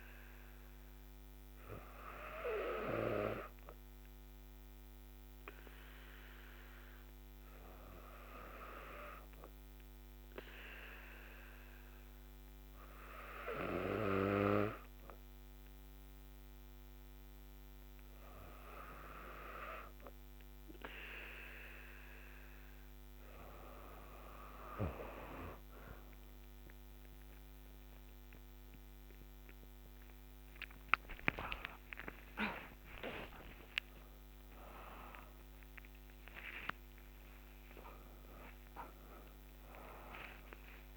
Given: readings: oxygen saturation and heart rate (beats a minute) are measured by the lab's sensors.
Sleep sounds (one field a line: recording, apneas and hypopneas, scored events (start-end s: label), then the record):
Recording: a person awake in a sleep study, by a microphone on the trachea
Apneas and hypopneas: none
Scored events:
13.00-40.97 s: new sleep stage, awake
From the record:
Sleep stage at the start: N2 (light sleep)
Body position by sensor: on the back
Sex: female